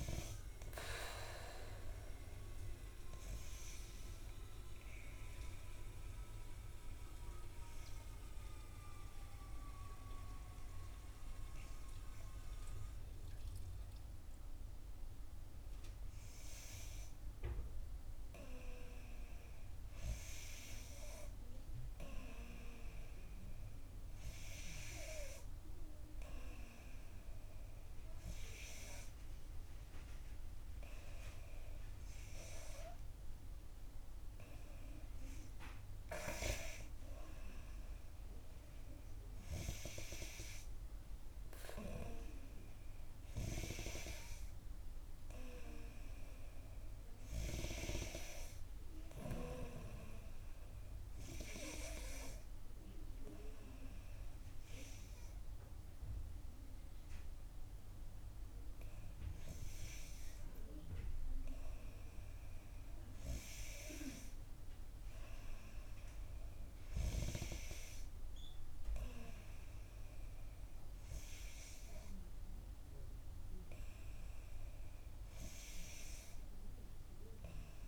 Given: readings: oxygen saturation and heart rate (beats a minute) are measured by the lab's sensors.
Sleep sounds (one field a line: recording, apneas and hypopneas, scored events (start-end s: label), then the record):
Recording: breathing in sleep by a room microphone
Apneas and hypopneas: 2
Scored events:
3.50-15.50 s: obstructive apnea (oxygen 94% before, 90% lowest, heart rate 62 before, 59 extreme, up 4 after)
17.50-21.50 s: arousal
43.00-47.00 s: arousal
50.50-62.50 s: hypopnea (oxygen 94% before, 90% lowest, heart rate 64 before, 59 extreme)
64.50-67.50 s: arousal
From the record:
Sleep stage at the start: N2 (light sleep)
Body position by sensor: on the back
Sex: female